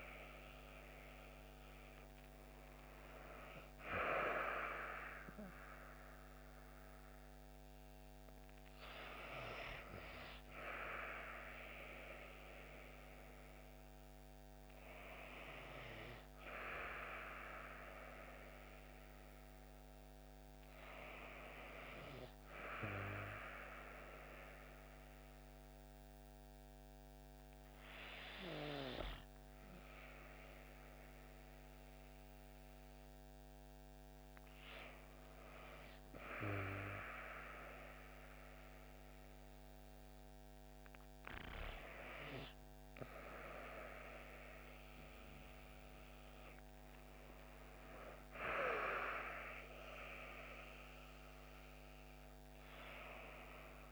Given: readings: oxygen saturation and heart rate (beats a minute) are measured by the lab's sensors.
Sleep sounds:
breathing in sleep by a microphone on the trachea; none
0.00-1.50 s: oxygen desaturation (device-marked, oxygen 85% lowest)
0.00-4.00 s: arousal
11.50-53.92 s: new sleep stage, N2 (light sleep)
From the record:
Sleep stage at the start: REM sleep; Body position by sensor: on the back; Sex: female

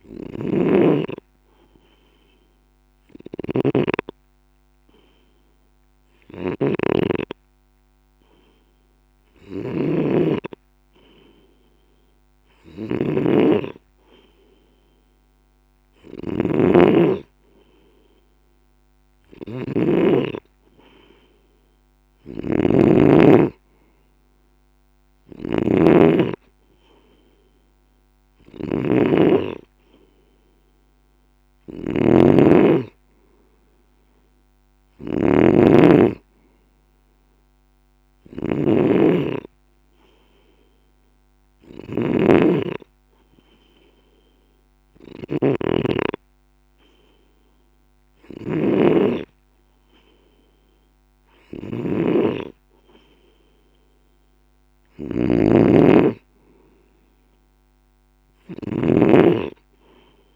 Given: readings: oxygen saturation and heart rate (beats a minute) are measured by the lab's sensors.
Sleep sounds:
breathing in sleep by a microphone on the trachea; none
0.00-60.36 s: snoring (device-marked)
From the record:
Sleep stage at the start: N2 (light sleep); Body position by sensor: on the left side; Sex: male

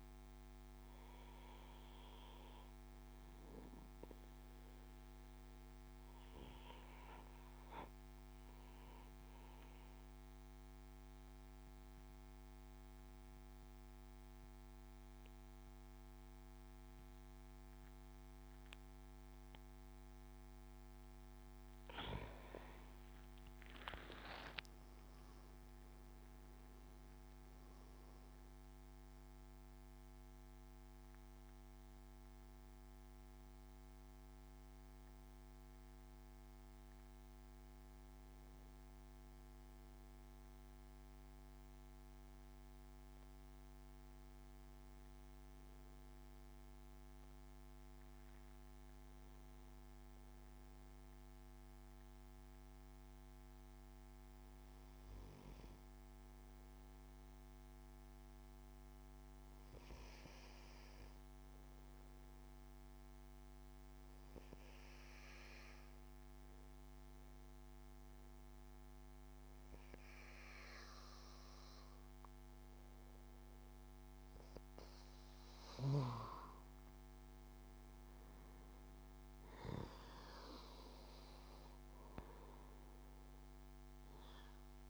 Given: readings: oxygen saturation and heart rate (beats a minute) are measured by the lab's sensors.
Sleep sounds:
breathing in sleep by a microphone on the trachea; 2
3.50-21.50 s: obstructive apnea (oxygen 96% before, 92% lowest, heart rate 73 before, 61 extreme, up 13 after)
24.00-27.50 s: arousal
27.00-38.00 s: oxygen desaturation (device-marked, oxygen 96% before, 92% lowest, heart rate 76 before, 61 extreme)
49.50-72.50 s: obstructive apnea (oxygen 99% before, 95% lowest, heart rate 68 before, 70 extreme, up 6 after)
74.50-78.50 s: arousal
From the record:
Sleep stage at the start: N2 (light sleep); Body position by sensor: on the back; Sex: male

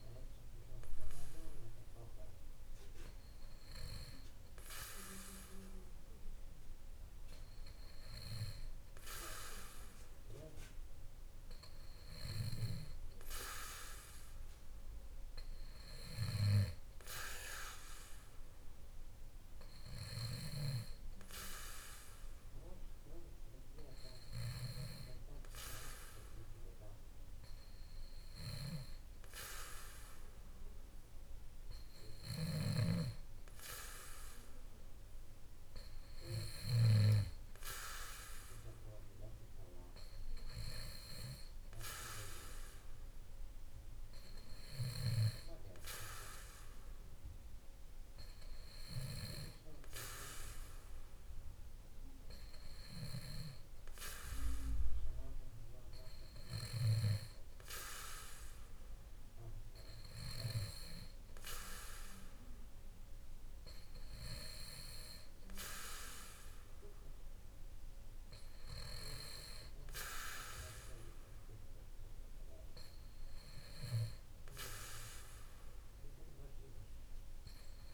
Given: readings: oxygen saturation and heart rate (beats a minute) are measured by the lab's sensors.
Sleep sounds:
breathing in sleep by a room microphone; none
none scored
From the record:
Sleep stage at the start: N2 (light sleep); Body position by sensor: on the back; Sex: male

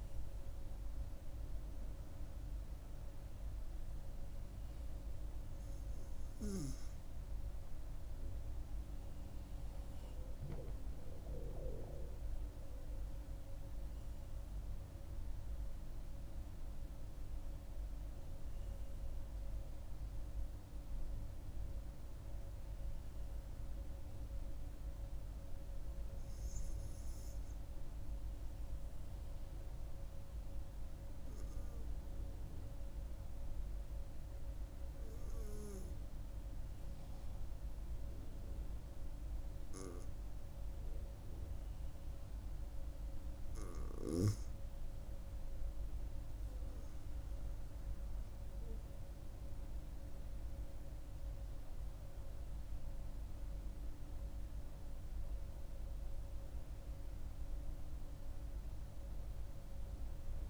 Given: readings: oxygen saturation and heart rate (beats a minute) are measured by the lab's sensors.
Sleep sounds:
breathing in sleep, hard to hear, by a room microphone; 2
0.00-2.50 s: oxygen desaturation (device-marked, oxygen 93% lowest, heart rate 64 extreme)
4.00-15.00 s: hypopnea (oxygen 97% before, 94% lowest, heart rate 73 before, 62 extreme, up 15 after)
19.00-22.00 s: arousal
27.50-43.50 s: hypopnea (oxygen 98% before, 94% lowest, heart rate 72 before, 62 extreme, up 9 after)
45.50-60.50 s: oxygen desaturation (device-marked, oxygen 97% before, 94% lowest, heart rate 64 before, 63 extreme)
47.00-50.50 s: arousal
From the record:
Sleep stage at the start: N2 (light sleep); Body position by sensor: on the front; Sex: female

